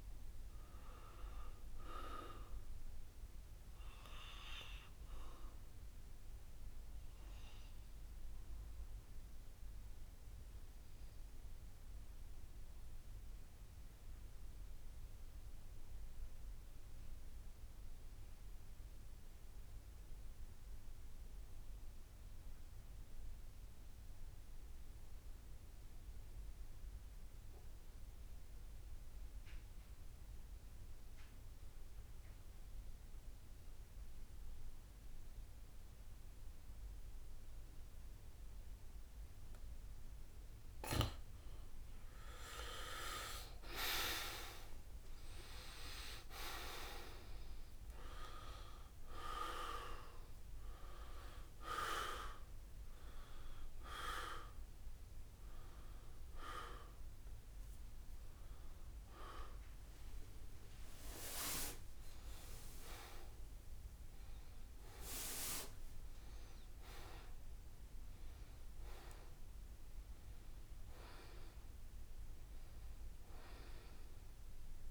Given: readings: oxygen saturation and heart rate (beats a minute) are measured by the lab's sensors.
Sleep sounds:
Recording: breathing in sleep by a room microphone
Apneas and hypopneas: 1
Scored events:
0.00-15.50 s: oxygen desaturation (device-marked, oxygen 80% lowest, heart rate 66 extreme)
9.50-40.50 s: obstructive apnea (oxygen 92% before, 79% lowest, heart rate 73 before, 67 extreme, up 17 after)
33.50-65.50 s: oxygen desaturation (device-marked, oxygen 95% before, 79% lowest, heart rate 69 before, 68 extreme)
42.50-46.00 s: arousal
44.50-46.50 s: long interval between heartbeats (device-marked, heart rate 72 before, 81 extreme)
72.00-74.50 s: arousal
From the record:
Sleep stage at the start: N2 (light sleep)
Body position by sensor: on the back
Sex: male

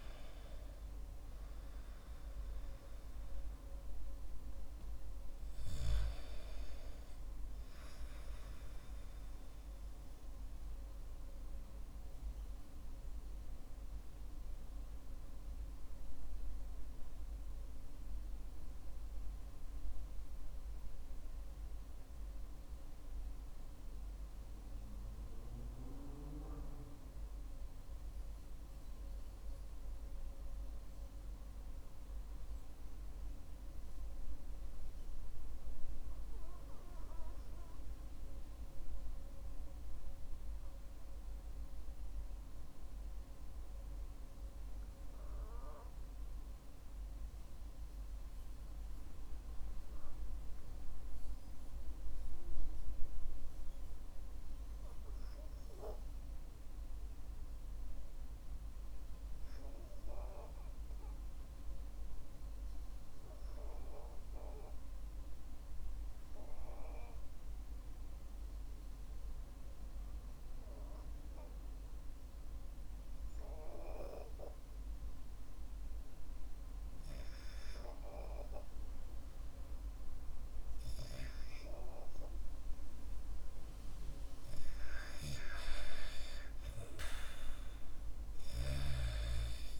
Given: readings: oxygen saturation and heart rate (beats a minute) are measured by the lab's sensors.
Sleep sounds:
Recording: breathing in sleep by a room microphone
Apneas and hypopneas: 1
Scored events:
15.00-81.50 s: mixed apnea (oxygen 97% before, 79% lowest, heart rate 53 before, 43 extreme, up 7 after)
16.00-28.00 s: oxygen desaturation (device-marked, oxygen 97% before, 91% lowest, heart rate 53 before, 43 extreme)
85.50-89.00 s: arousal
From the record:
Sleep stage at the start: REM sleep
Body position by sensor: on the back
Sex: male

